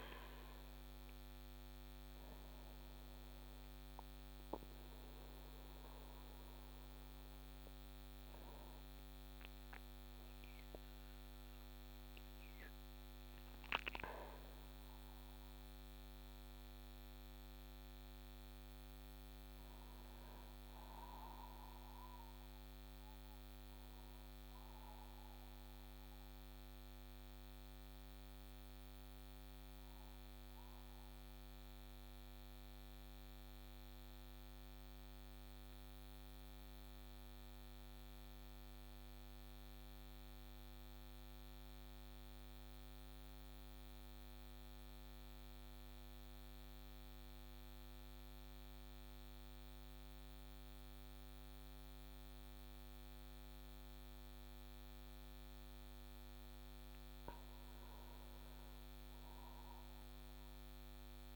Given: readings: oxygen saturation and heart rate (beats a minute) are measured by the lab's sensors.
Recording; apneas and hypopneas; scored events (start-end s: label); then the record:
breathing in sleep, hard to hear, by a microphone on the trachea; 1
0.00-16.50 s: oxygen desaturation (device-marked, oxygen 92% lowest)
9.50-14.50 s: arousal
30.50-55.50 s: central apnea (oxygen 98% before, 93% lowest)
43.50-61.36 s: new sleep stage, N2 (light sleep)
56.50-61.36 s: oxygen desaturation (device-marked, oxygen 97% before, 93% lowest)
60.00-61.36 s: arousal
From the record:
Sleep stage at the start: N1 (lightest sleep); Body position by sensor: on the back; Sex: male